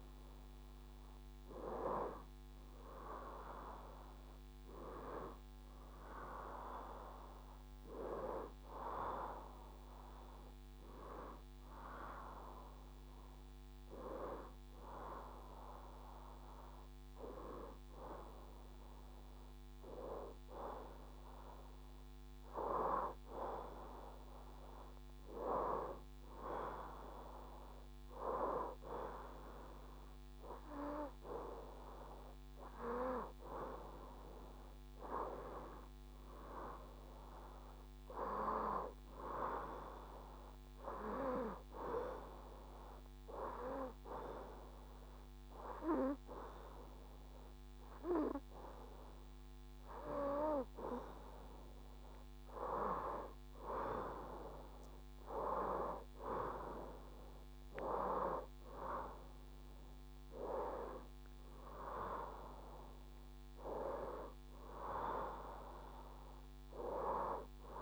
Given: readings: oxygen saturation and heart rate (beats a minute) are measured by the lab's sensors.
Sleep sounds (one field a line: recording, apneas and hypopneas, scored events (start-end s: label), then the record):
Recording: breathing in sleep by a microphone on the trachea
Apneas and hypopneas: 1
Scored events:
34.50-38.50 s: arousal
42.00-52.00 s: hypopnea (oxygen 93% before, 88% lowest, heart rate 75 before, 75 extreme, up 2 after)
54.50-59.00 s: arousal
From the record:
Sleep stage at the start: N2 (light sleep)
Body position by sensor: on the right side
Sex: female